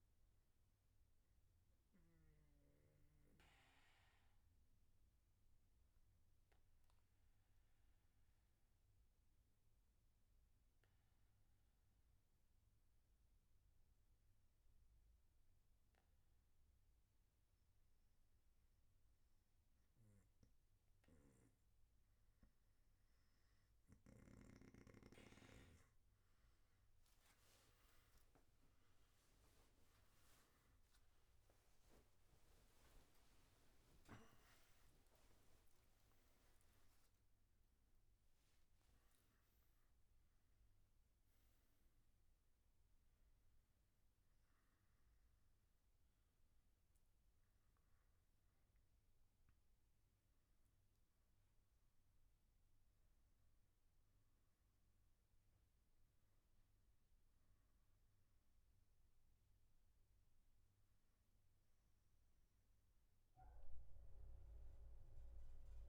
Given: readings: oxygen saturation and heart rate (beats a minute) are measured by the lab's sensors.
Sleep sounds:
breathing in sleep, hard to hear, by a room microphone; 1
2.50-20.50 s: obstructive apnea (oxygen 96% before, 92% lowest, heart rate 109 before, 79 extreme, up 6 after)
10.00-21.00 s: oxygen desaturation (device-marked, oxygen 95% before, 92% lowest, heart rate 108 before, 79 extreme)
31.00-65.89 s: new sleep stage, N2 (light sleep)
35.00-44.00 s: oxygen desaturation (device-marked, oxygen 96% before, 93% lowest, heart rate 119 before, 71 extreme)
From the record:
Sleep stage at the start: N1 (lightest sleep); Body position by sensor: on the back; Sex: male

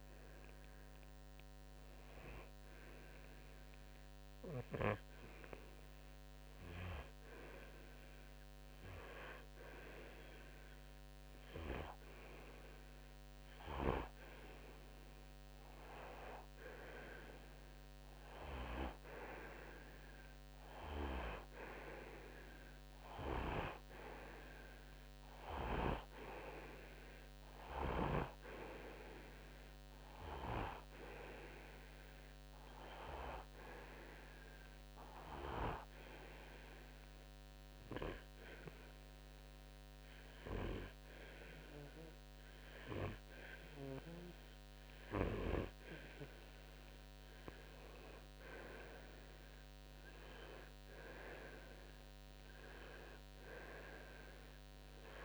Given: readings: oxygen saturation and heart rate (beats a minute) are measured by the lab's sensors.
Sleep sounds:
breathing in sleep by a microphone on the trachea; 2
1.50-16.50 s: hypopnea (oxygen 97% before, 94% lowest, heart rate 62 before, 59 extreme, up 1 after)
20.50-24.50 s: arousal
35.00-46.50 s: obstructive apnea (oxygen 96% before, 93% lowest, heart rate 60 before, 59 extreme, up 1 after)
48.50-52.50 s: arousal
From the record:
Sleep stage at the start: N2 (light sleep); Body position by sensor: on the right side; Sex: male

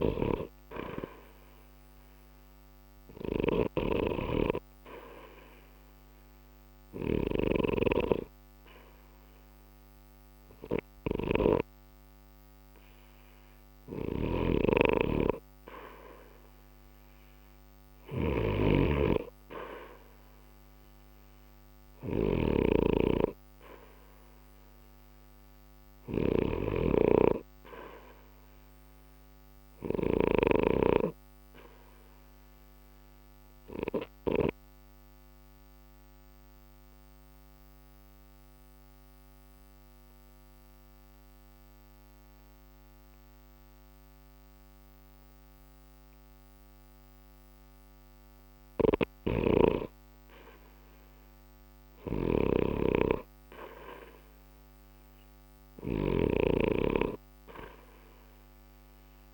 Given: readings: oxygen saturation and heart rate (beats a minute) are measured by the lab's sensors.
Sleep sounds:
breathing in sleep by a microphone on the trachea; 2
2.50-39.50 s: oxygen desaturation (device-marked, oxygen 88% before, 78% lowest, heart rate 60 before, 59 extreme)
3.00-15.00 s: hypopnea (oxygen 89% before, 78% lowest, heart rate 60 before, 59 extreme, up 1 after)
16.50-20.50 s: arousal
32.00-48.50 s: obstructive apnea (oxygen 87% before, 82% lowest, heart rate 61 before, 60 extreme, up 10 after)
51.50-54.50 s: arousal
From the record:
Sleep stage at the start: REM sleep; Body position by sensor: on the right side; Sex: male

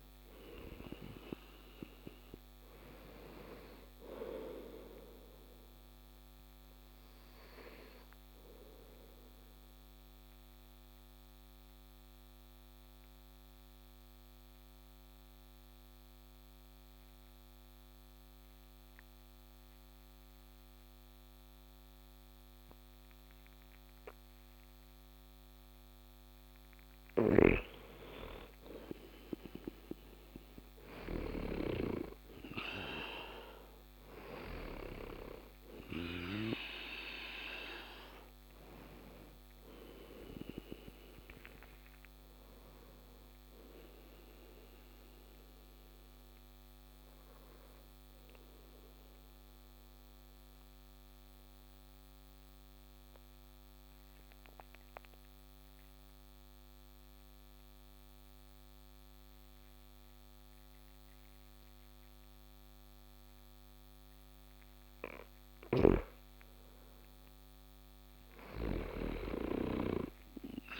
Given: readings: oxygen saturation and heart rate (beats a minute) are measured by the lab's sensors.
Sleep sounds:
breathing in sleep by a microphone on the trachea; 2
1.50-26.50 s: oxygen desaturation (device-marked, oxygen 98% before, 92% lowest)
5.50-26.50 s: mixed apnea (oxygen 98% before, 89% lowest)
26.50-30.50 s: snoring (device-marked)
29.50-33.50 s: arousal
38.50-60.50 s: oxygen desaturation (device-marked, oxygen 97% before, 89% lowest)
47.50-64.50 s: central apnea (oxygen 97% before, 89% lowest)
66.50-69.00 s: arousal
From the record:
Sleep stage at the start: N2 (light sleep); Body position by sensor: on the back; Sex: male

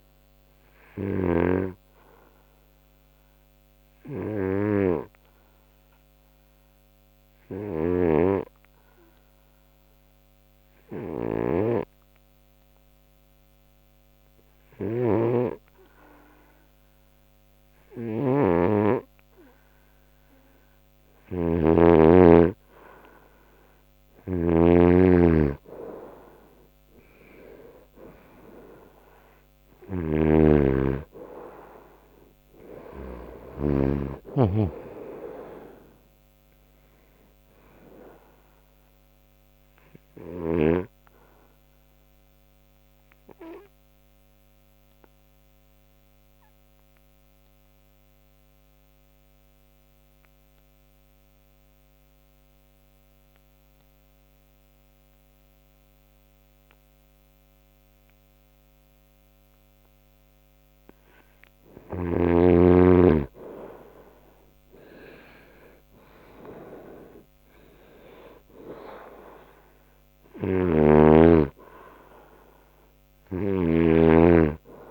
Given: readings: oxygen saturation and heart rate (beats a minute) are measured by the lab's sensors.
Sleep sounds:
breathing in sleep by a microphone on the trachea; 2
0.00-22.00 s: oxygen desaturation (device-marked, oxygen 95% before, 90% lowest, heart rate 78 before, 72 extreme)
4.00-21.00 s: obstructive apnea (oxygen 96% before, 90% lowest, heart rate 81 before, 72 extreme, up 4 after)
18.50-25.00 s: snoring (device-marked)
29.00-33.50 s: arousal
41.50-60.50 s: obstructive apnea (oxygen 96% before, 88% lowest, heart rate 77 before, 70 extreme, up 9 after)
61.00-68.00 s: oxygen desaturation (device-marked, oxygen 95% before, 91% lowest, heart rate 72 before, 71 extreme)
65.50-69.50 s: arousal
71.00-74.50 s: snoring (device-marked)
From the record:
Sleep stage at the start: N2 (light sleep); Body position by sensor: on the right side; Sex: male

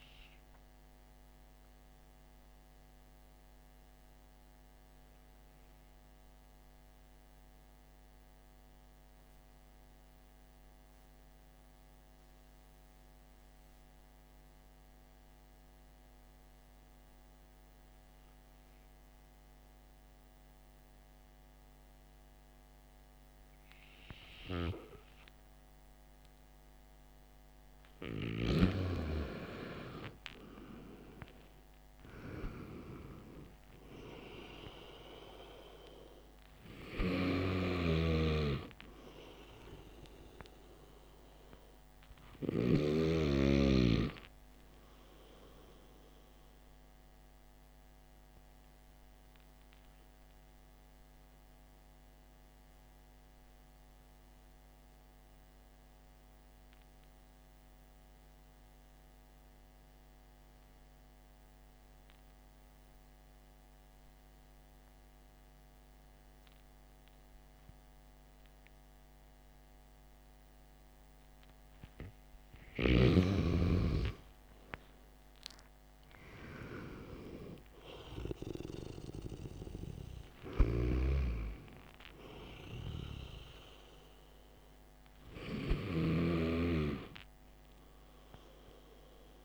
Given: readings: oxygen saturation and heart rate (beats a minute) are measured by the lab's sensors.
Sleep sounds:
breathing in sleep by a microphone on the trachea; 2
4.00-26.50 s: mixed apnea (oxygen 97% before, 93% lowest, heart rate 54 before, 49 extreme, up 7 after)
32.00-36.00 s: arousal
37.50-43.00 s: snoring (device-marked)
47.50-73.00 s: obstructive apnea (oxygen 97% before, 93% lowest, heart rate 57 before, 48 extreme, up 14 after)
75.00-79.00 s: arousal
From the record:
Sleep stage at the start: N2 (light sleep); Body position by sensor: on the back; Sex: male

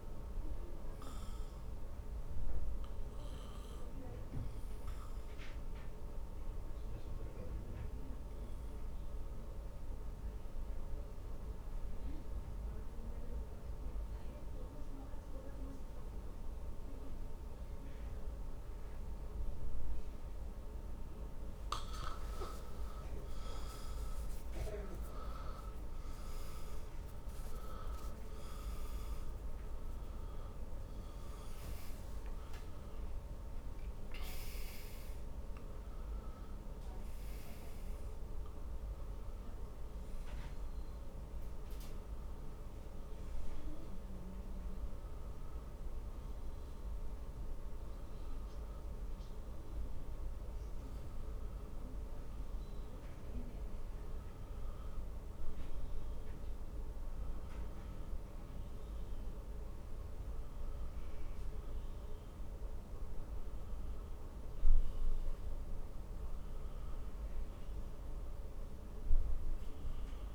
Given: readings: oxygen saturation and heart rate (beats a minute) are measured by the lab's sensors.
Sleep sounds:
breathing in sleep, hard to hear, by a room microphone; 1
5.00-21.50 s: obstructive apnea (oxygen 96% before, 91% lowest, heart rate 60 before, 52 extreme, up 14 after)
11.50-20.50 s: oxygen desaturation (device-marked, oxygen 95% before, 92% lowest, heart rate 59 before, 53 extreme)
20.50-50.50 s: new sleep stage, N1 (lightest sleep)
23.00-28.50 s: arousal
50.50-70.35 s: new sleep stage, N2 (light sleep)
54.50-63.50 s: oxygen desaturation (device-marked, oxygen 95% before, 91% lowest, heart rate 68 before, 50 extreme)
From the record:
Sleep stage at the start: N2 (light sleep); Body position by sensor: on the back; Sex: male

